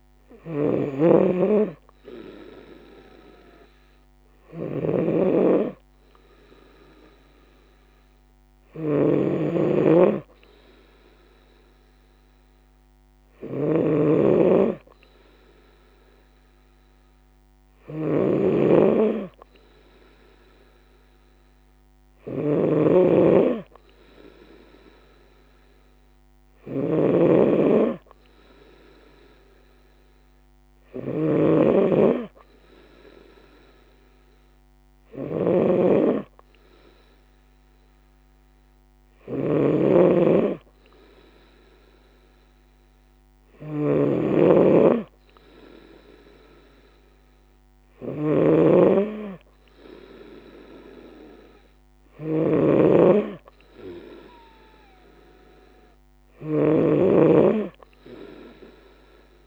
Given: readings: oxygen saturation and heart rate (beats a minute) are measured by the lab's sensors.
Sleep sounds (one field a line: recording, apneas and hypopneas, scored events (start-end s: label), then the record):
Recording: breathing in sleep by a microphone on the trachea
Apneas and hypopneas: none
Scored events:
0.00-59.47 s: snoring (device-marked)
5.50-59.47 s: new sleep stage, N3 (deep sleep)
From the record:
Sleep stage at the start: N2 (light sleep)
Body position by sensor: on the right side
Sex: female